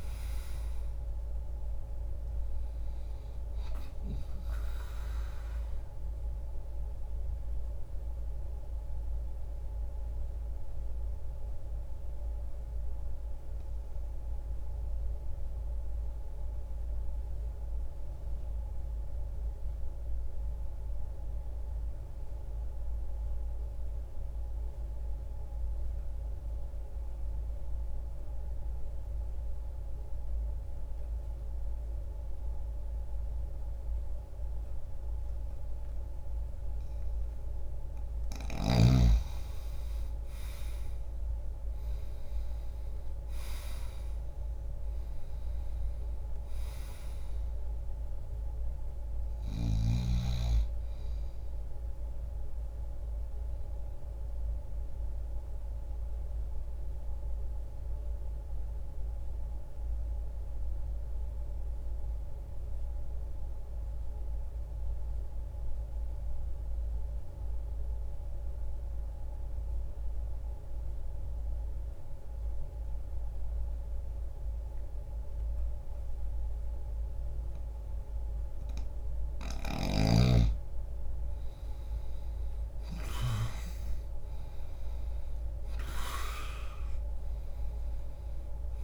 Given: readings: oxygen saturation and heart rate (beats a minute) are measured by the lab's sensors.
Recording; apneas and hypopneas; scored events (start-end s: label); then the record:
breathing in sleep by a room microphone; 2
0.00-9.50 s: oxygen desaturation (device-marked, oxygen 88% lowest, heart rate 60 extreme)
6.00-38.00 s: mixed apnea (oxygen 98% before, 84% lowest, heart rate 60 before, 60 extreme, up 0 after)
15.50-28.50 s: oxygen desaturation (device-marked, oxygen 90% before, 84% lowest, heart rate 60 before, 60 extreme)
34.50-58.50 s: oxygen desaturation (device-marked, oxygen 98% before, 90% lowest, heart rate 60 before, 60 extreme)
39.50-44.50 s: arousal
52.50-80.00 s: mixed apnea (oxygen 98% before, 84% lowest, heart rate 60 before, 60 extreme, up 10 after)
64.50-79.50 s: oxygen desaturation (device-marked, oxygen 92% before, 85% lowest, heart rate 60 before, 60 extreme)
83.50-87.50 s: arousal
From the record:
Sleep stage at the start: N2 (light sleep); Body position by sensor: on the back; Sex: male